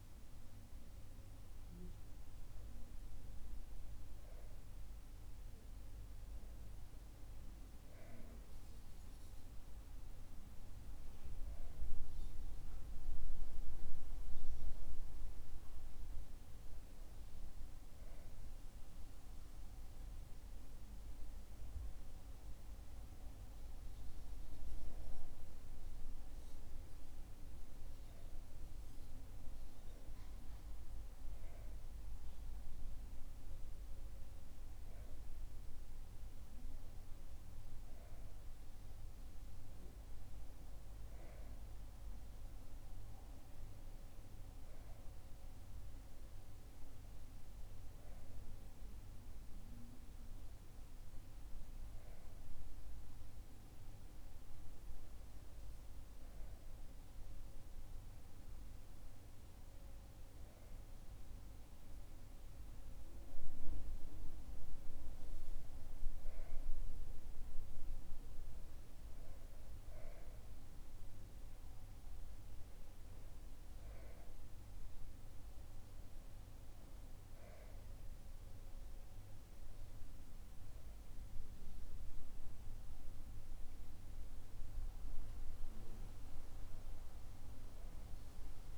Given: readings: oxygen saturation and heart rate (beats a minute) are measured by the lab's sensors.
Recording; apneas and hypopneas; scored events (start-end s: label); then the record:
breathing in sleep, hard to hear, by a room microphone; none
none scored
From the record:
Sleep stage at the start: REM sleep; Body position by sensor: on the back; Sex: male